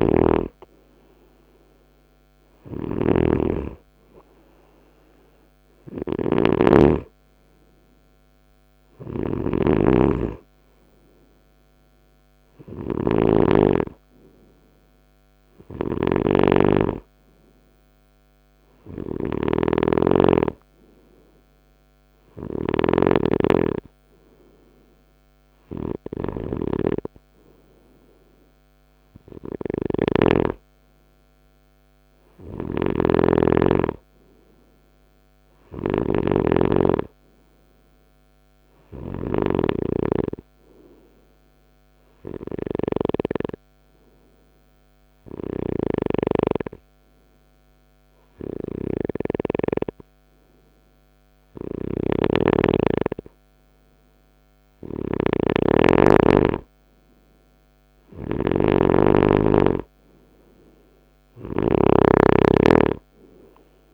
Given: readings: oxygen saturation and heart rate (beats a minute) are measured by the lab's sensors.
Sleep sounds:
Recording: breathing in sleep by a microphone on the trachea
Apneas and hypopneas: 1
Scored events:
0.00-29.50 s: snoring (device-marked)
31.50-45.50 s: snoring (device-marked)
40.50-54.00 s: hypopnea (oxygen 96% before, 92% lowest, heart rate 67 before, 66 extreme, up 6 after)
47.50-63.94 s: snoring (device-marked)
56.50-61.00 s: arousal
From the record:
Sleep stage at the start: N2 (light sleep)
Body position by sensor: on the right side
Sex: male

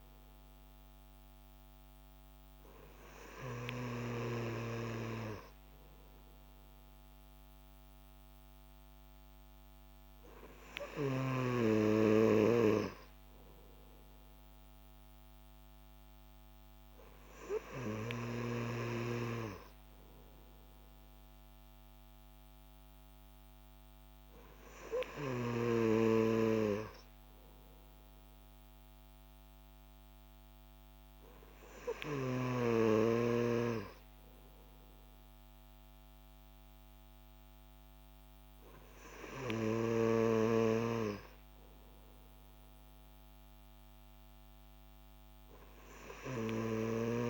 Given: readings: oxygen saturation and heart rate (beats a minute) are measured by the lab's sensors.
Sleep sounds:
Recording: breathing in sleep by a microphone on the trachea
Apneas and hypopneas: none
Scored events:
none scored
From the record:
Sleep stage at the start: N3 (deep sleep)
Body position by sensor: on the back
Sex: male

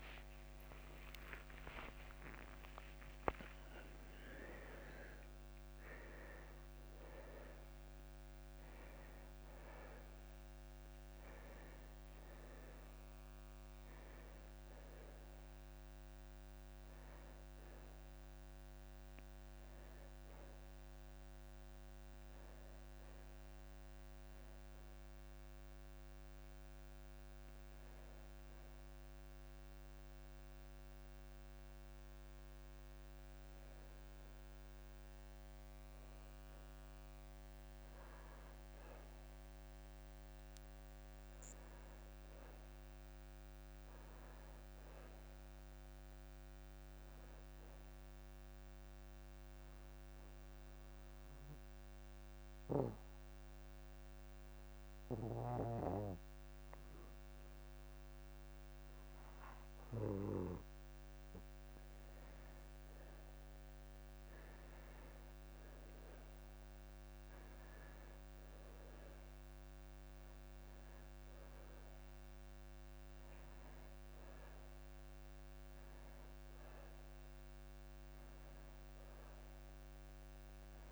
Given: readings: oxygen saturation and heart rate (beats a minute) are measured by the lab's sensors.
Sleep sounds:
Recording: breathing in sleep by a microphone on the trachea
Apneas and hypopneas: 2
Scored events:
0.00-2.00 s: long interval between heartbeats (device-marked, heart rate 92 before, 49 extreme)
0.00-9.50 s: oxygen desaturation (device-marked, oxygen 91% lowest)
2.50-4.50 s: long interval between heartbeats (device-marked, heart rate 78 before, 53 extreme)
22.00-24.00 s: long interval between heartbeats (device-marked)
24.50-26.50 s: long interval between heartbeats (device-marked)
24.50-35.00 s: obstructive apnea (oxygen 98% before, 89% lowest)
34.00-36.00 s: long interval between heartbeats (device-marked)
37.00-41.00 s: arousal
43.50-61.50 s: oxygen desaturation (device-marked, oxygen 98% before, 94% lowest)
44.00-46.00 s: long interval between heartbeats (device-marked)
48.50-62.00 s: hypopnea (oxygen 98% before, 89% lowest)
55.50-57.50 s: long interval between heartbeats (device-marked)
61.00-63.00 s: long interval between heartbeats (device-marked)
68.50-72.00 s: arousal
68.50-80.92 s: oxygen desaturation (device-marked, oxygen 95% before, 89% lowest)
70.00-72.00 s: long interval between heartbeats (device-marked)
From the record:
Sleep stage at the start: N1 (lightest sleep)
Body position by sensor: on the back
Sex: male

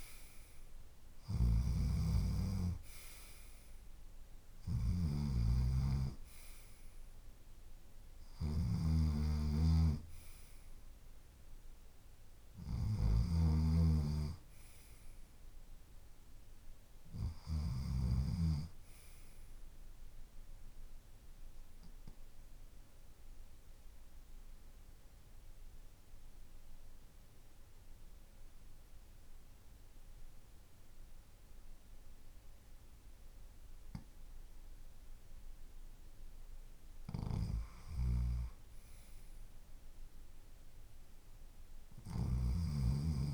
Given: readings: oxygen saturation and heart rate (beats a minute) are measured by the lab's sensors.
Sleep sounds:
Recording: breathing in sleep by a room microphone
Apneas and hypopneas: 1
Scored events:
0.00-17.50 s: snoring (device-marked)
0.00-23.50 s: oxygen desaturation (device-marked, oxygen 86% lowest, heart rate 53 extreme)
20.00-35.00 s: obstructive apnea (oxygen 93% before, 89% lowest, heart rate 59 before, 49 extreme, up 2 after)
38.00-41.00 s: arousal
41.50-43.34 s: snoring (device-marked)
From the record:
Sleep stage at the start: REM sleep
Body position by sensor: on the left side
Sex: male

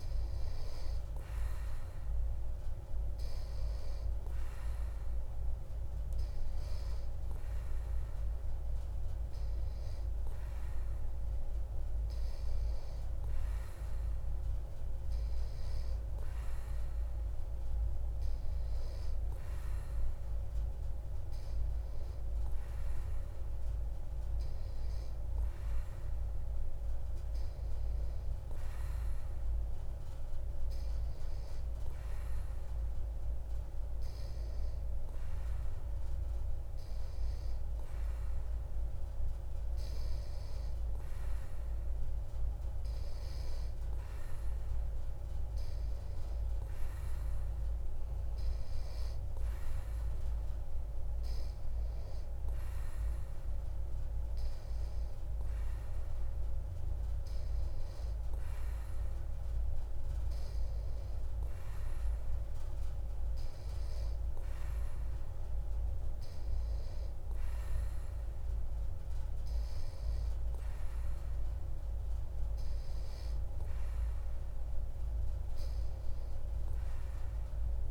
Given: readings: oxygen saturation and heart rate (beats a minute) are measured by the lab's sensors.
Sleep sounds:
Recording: breathing in sleep, hard to hear, by a room microphone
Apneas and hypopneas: none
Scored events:
47.50-77.91 s: new sleep stage, N3 (deep sleep)
From the record:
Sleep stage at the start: N2 (light sleep)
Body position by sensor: on the back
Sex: male

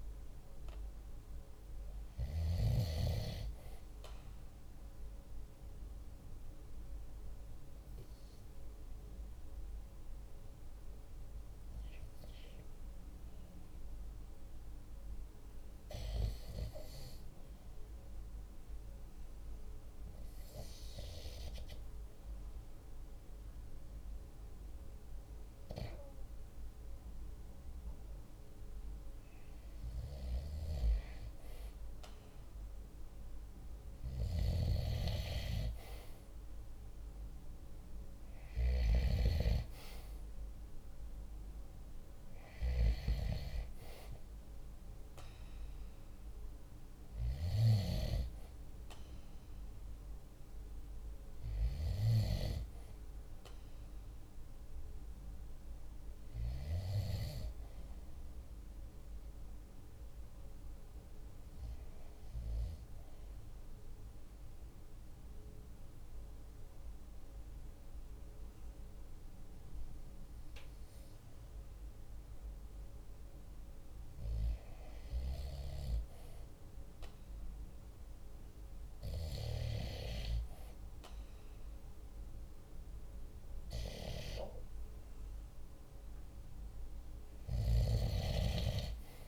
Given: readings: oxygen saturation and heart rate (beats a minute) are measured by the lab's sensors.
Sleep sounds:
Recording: breathing in sleep by a room microphone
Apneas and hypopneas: 2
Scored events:
0.00-12.00 s: oxygen desaturation (device-marked, oxygen 93% lowest, heart rate 45 extreme)
5.00-29.00 s: hypopnea (oxygen 97% before, 93% lowest, heart rate 46 before, 45 extreme, up 1 after)
31.00-35.50 s: arousal
61.50-73.50 s: obstructive apnea (oxygen 96% before, 94% lowest, heart rate 47 before, 45 extreme, up 1 after)
76.00-79.50 s: arousal
From the record:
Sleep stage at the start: N2 (light sleep)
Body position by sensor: on the right side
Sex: male

